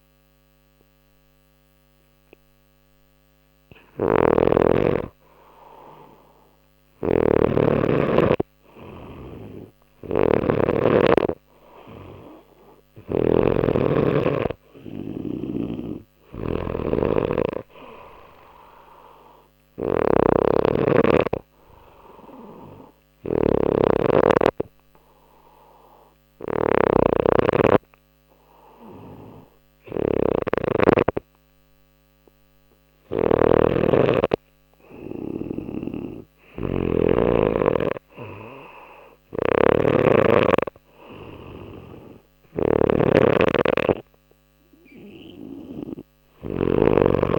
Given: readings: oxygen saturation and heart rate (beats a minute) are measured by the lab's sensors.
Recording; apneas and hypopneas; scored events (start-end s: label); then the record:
breathing in sleep by a microphone on the trachea; 1
0.00-10.50 s: snoring (device-marked)
15.00-33.00 s: snoring (device-marked)
23.00-33.50 s: hypopnea (oxygen 94% before, 92% lowest, heart rate 61 before, 59 extreme, up 2 after)
35.00-47.39 s: snoring (device-marked)
36.50-39.50 s: arousal
From the record:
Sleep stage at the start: N2 (light sleep); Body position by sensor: on the back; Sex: male